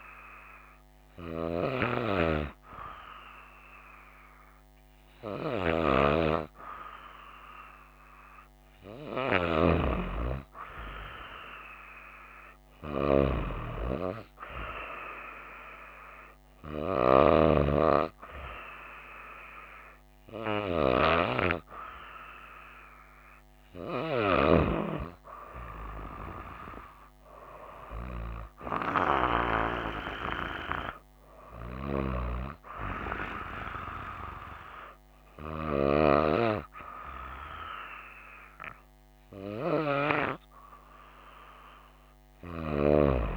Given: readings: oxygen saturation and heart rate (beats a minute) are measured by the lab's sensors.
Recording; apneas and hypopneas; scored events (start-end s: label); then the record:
breathing in sleep by a microphone on the trachea; none
none scored
From the record:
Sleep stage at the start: N2 (light sleep); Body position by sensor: on the right side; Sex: female